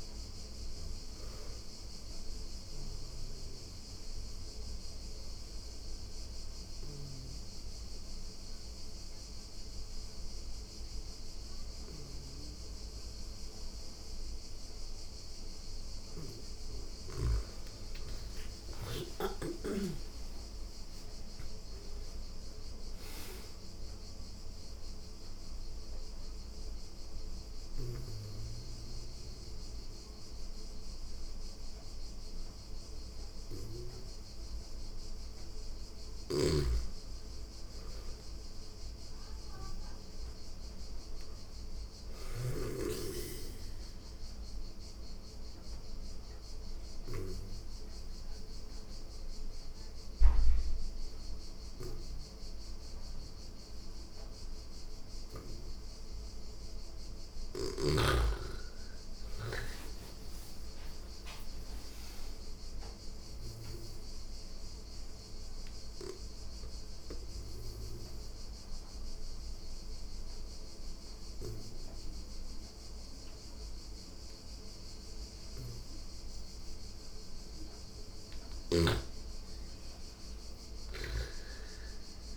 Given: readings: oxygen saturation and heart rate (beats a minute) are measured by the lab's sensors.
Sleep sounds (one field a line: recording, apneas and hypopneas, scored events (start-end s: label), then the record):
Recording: breathing in sleep by a room microphone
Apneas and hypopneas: 4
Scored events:
0.00-13.50 s: oxygen desaturation (device-marked, oxygen 90% lowest)
2.00-16.50 s: obstructive apnea (oxygen 98% before, 87% lowest)
17.50-21.50 s: arousal
23.50-35.00 s: obstructive apnea (oxygen 98% before, 86% lowest)
23.50-37.50 s: oxygen desaturation (device-marked, oxygen 97% before, 87% lowest)
35.50-42.00 s: snoring (device-marked)
37.00-41.00 s: arousal
43.50-56.50 s: obstructive apnea (oxygen 97% before, 86% lowest)
48.50-56.50 s: oxygen desaturation (device-marked, oxygen 97% before, 91% lowest)
58.00-61.00 s: arousal
63.00-76.50 s: obstructive apnea (oxygen 97% before, 86% lowest)
65.50-78.50 s: oxygen desaturation (device-marked, oxygen 97% before, 89% lowest)
74.50-78.00 s: snoring (device-marked)
80.00-82.37 s: arousal
80.00-82.37 s: snoring (device-marked)
From the record:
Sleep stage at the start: N2 (light sleep)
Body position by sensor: on the back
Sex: female